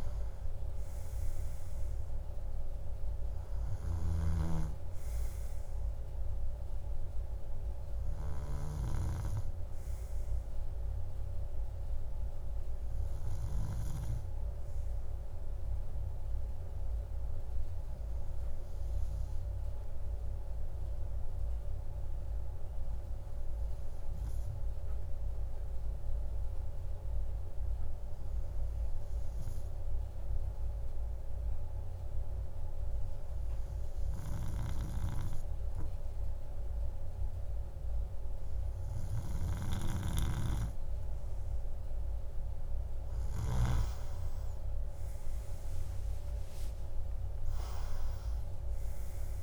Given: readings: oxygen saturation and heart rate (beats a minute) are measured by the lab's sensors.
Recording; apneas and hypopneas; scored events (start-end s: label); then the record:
breathing in sleep by a room microphone; 1
19.00-42.00 s: hypopnea (oxygen 98% before, 96% lowest, heart rate 53 before, 52 extreme, up 12 after)
45.00-49.00 s: arousal
From the record:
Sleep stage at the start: N2 (light sleep); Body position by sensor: on the right side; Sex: male